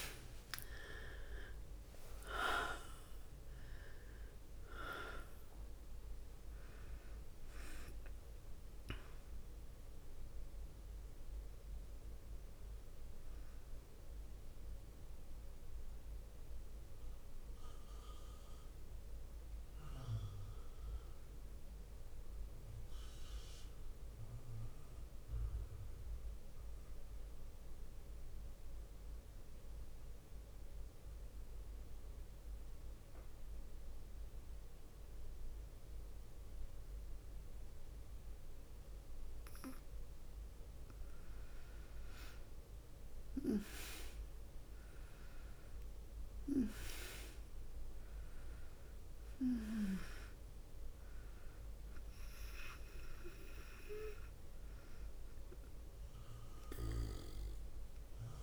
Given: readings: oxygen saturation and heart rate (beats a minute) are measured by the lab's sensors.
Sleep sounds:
breathing in sleep by a room microphone; 1
0.00-25.50 s: oxygen desaturation (device-marked, oxygen 87% lowest, heart rate 46 extreme)
14.50-38.50 s: mixed apnea (oxygen 98% before, 87% lowest, heart rate 59 before, 46 extreme, up 10 after)
41.00-45.00 s: arousal
43.50-58.43 s: oxygen desaturation (device-marked, oxygen 100% before, 89% lowest, heart rate 52 before, 52 extreme)
From the record:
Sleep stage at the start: N2 (light sleep); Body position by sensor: on the back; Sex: female

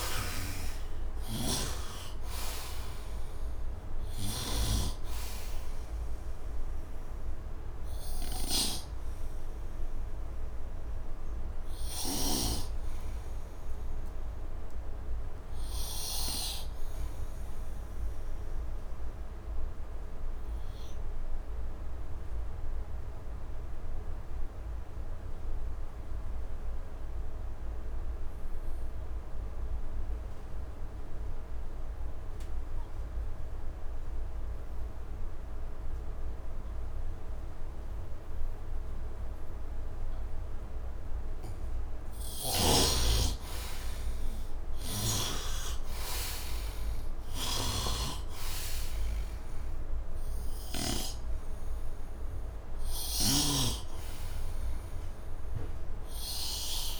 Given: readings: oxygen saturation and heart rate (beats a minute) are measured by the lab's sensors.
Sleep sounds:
breathing in sleep by a room microphone; 1
0.00-1.00 s: arousal
0.00-4.50 s: snoring (device-marked)
0.00-29.00 s: oxygen desaturation (device-marked, oxygen 63% lowest, heart rate 70 extreme)
7.00-41.50 s: obstructive apnea (oxygen 84% before, 63% lowest, heart rate 79 before, 70 extreme, up 12 after)
31.00-57.00 s: oxygen desaturation (device-marked, oxygen 100% before, 69% lowest, heart rate 75 before, 71 extreme)
43.50-47.50 s: arousal
47.00-50.50 s: snoring (device-marked)
From the record:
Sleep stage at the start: N2 (light sleep); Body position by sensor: on the right side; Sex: male

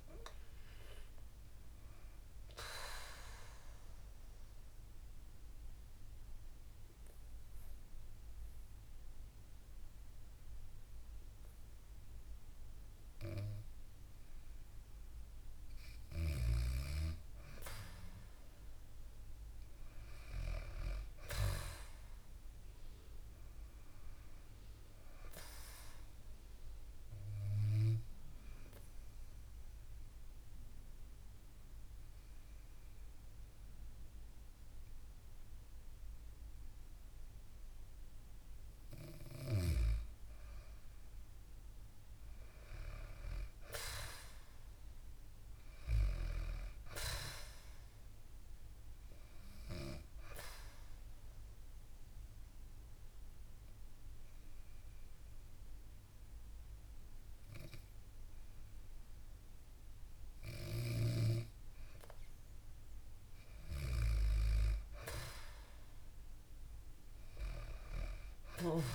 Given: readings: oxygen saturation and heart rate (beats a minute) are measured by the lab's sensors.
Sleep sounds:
breathing in sleep by a room microphone; 3
3.00-15.00 s: obstructive apnea (oxygen 97% before, 94% lowest, heart rate 66 before, 57 extreme, up 4 after)
19.50-24.00 s: arousal
28.00-33.00 s: bradycardia (device-marked, heart rate 70 before, 58 extreme)
28.00-40.50 s: obstructive apnea (oxygen 97% before, 94% lowest, heart rate 64 before, 57 extreme, up 8 after)
43.00-45.50 s: arousal
51.00-62.00 s: hypopnea (oxygen 97% before, 94% lowest, heart rate 62 before, 60 extreme, up 1 after)
65.00-67.50 s: arousal
From the record:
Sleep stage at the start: N2 (light sleep); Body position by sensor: on the back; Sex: female

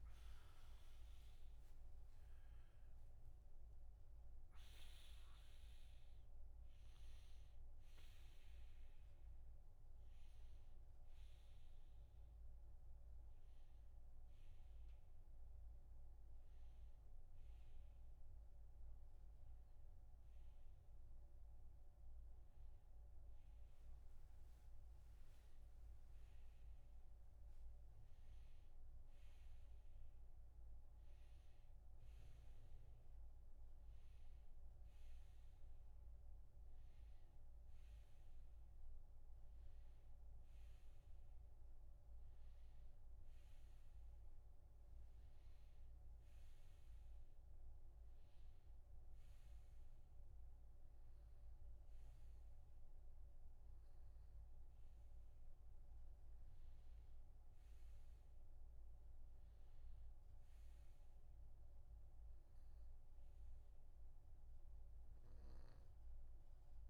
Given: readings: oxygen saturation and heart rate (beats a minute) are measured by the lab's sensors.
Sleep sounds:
breathing in sleep, hard to hear, by a room microphone; none
1.00-12.00 s: oxygen desaturation (device-marked, oxygen 98% before, 95% lowest)
21.50-25.50 s: arousal
41.00-51.00 s: oxygen desaturation (device-marked, oxygen 97% before, 93% lowest)
From the record:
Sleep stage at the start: N1 (lightest sleep); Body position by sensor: on the right side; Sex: male

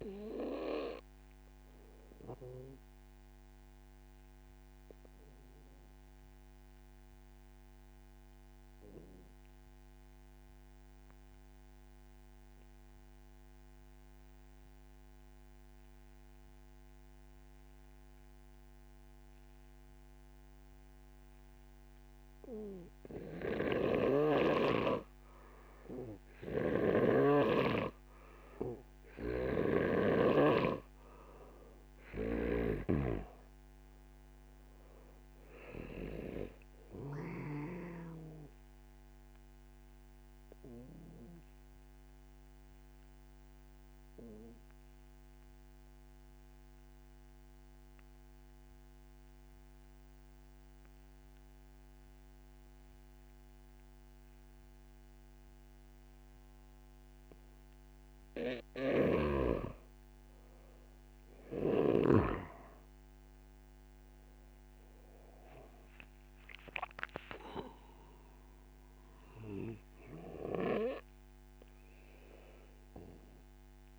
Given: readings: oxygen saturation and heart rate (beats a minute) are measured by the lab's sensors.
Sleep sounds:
breathing in sleep by a microphone on the trachea; 2
0.00-16.50 s: oxygen desaturation (device-marked, oxygen 89% lowest)
2.00-30.00 s: obstructive apnea (oxygen 97% before, 88% lowest, heart rate 56 before, 40 extreme, up 7 after)
25.50-55.50 s: oxygen desaturation (device-marked, oxygen 97% before, 88% lowest)
29.50-37.50 s: snoring (device-marked)
32.00-35.00 s: arousal
40.00-59.50 s: obstructive apnea (oxygen 97% before, 87% lowest)
59.00-62.50 s: snoring (device-marked)
62.50-73.99 s: oxygen desaturation (device-marked, oxygen 96% before, 89% lowest)
64.00-68.00 s: arousal
From the record:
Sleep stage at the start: N2 (light sleep); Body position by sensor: on the back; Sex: male

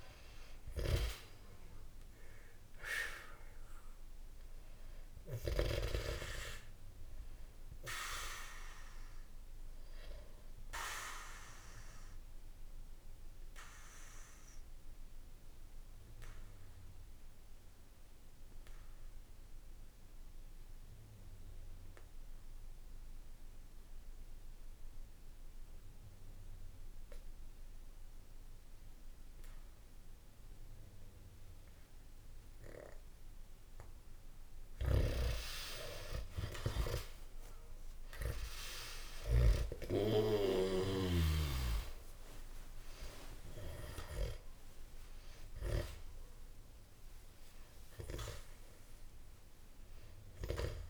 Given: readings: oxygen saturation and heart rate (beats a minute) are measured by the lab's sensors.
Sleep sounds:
breathing in sleep by a room microphone; 1
0.00-21.00 s: oxygen desaturation (device-marked, oxygen 90% lowest, heart rate 63 extreme)
0.50-5.50 s: snoring (device-marked)
7.50-33.50 s: obstructive apnea (oxygen 97% before, 90% lowest, heart rate 65 before, 63 extreme, up 3 after)
34.50-39.50 s: snoring (device-marked)
35.50-41.50 s: arousal
37.00-50.90 s: oxygen desaturation (device-marked, oxygen 98% before, 90% lowest, heart rate 66 before, 63 extreme)
From the record:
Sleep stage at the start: N2 (light sleep); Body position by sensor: on the back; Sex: male

